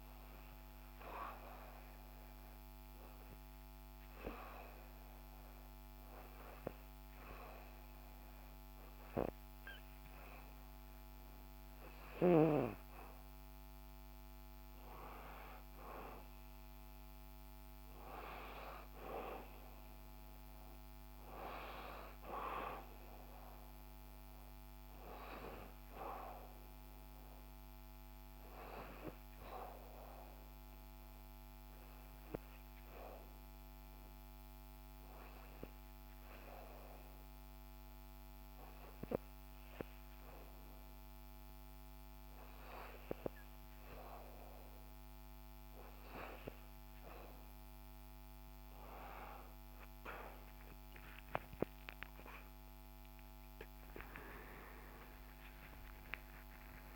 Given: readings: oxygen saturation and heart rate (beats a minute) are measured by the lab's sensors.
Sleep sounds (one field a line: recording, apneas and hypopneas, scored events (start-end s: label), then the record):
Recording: breathing in sleep by a microphone on the trachea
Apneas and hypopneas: 2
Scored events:
0.00-15.50 s: oxygen desaturation (device-marked, oxygen 92% lowest, heart rate 62 extreme)
1.50-11.50 s: obstructive apnea (oxygen 96% before, 92% lowest, heart rate 63 before, 62 extreme, up 2 after)
13.00-17.50 s: arousal
29.50-42.00 s: obstructive apnea (oxygen 95% before, 92% lowest, heart rate 63 before, 62 extreme, up 2 after)
52.50-56.96 s: new sleep stage, awake
52.50-56.96 s: oxygen desaturation (device-marked, oxygen 96% before, 92% lowest, heart rate 63 before, 71 extreme)
From the record:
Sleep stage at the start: REM sleep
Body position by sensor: on the back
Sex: female